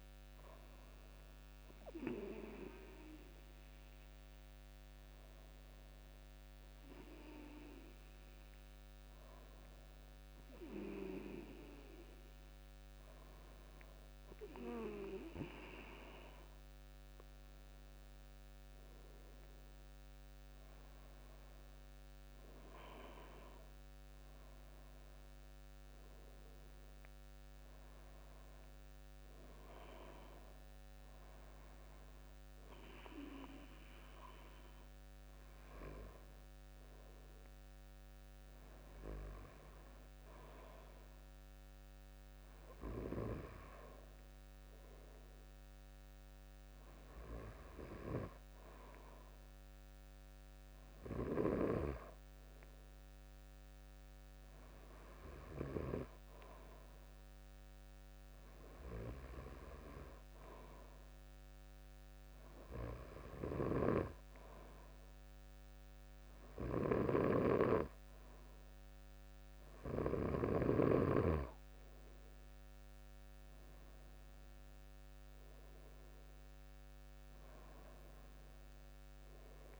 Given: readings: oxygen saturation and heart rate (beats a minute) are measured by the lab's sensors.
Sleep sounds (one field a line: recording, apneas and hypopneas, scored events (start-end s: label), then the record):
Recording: breathing in sleep by a microphone on the trachea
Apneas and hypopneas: none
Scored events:
63.00-70.50 s: snoring (device-marked)
73.50-76.50 s: arousal
From the record:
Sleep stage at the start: N2 (light sleep)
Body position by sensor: on the back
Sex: male